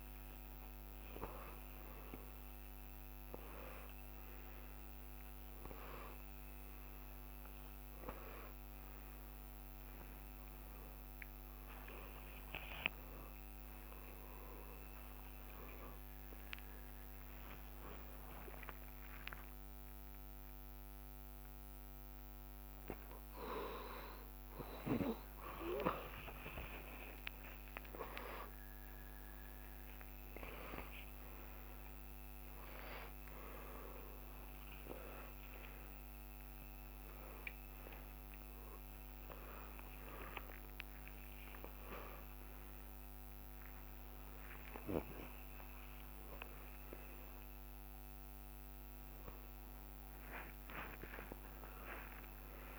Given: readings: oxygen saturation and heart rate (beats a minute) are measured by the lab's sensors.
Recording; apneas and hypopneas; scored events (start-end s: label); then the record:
a person awake in a sleep study, by a microphone on the trachea; none
0.00-2.00 s: long interval between heartbeats (device-marked, heart rate 116 before, 109 extreme)
0.00-2.50 s: tachycardia (device-marked, heart rate 115 extreme)
7.50-9.50 s: long interval between heartbeats (device-marked, heart rate 103 before, 85 extreme)
10.00-12.00 s: long interval between heartbeats (device-marked, heart rate 99 before, 95 extreme)
17.50-19.50 s: long interval between heartbeats (device-marked, heart rate 96 before, 85 extreme)
22.50-33.50 s: tachycardia (device-marked, heart rate 84 before, 160 extreme)
24.50-26.50 s: long interval between heartbeats (device-marked, heart rate 88 before, 93 extreme)
26.50-28.50 s: long interval between heartbeats (device-marked, heart rate 89 before, 131 extreme)
28.50-30.50 s: long interval between heartbeats (device-marked, heart rate 94 before, 149 extreme)
31.50-33.50 s: long interval between heartbeats (device-marked, heart rate 103 before, 121 extreme)
46.50-52.50 s: oxygen desaturation (device-marked, oxygen 93% before, 88% lowest, heart rate 104 before, 78 extreme)
From the record:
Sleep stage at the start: awake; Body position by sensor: upright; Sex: male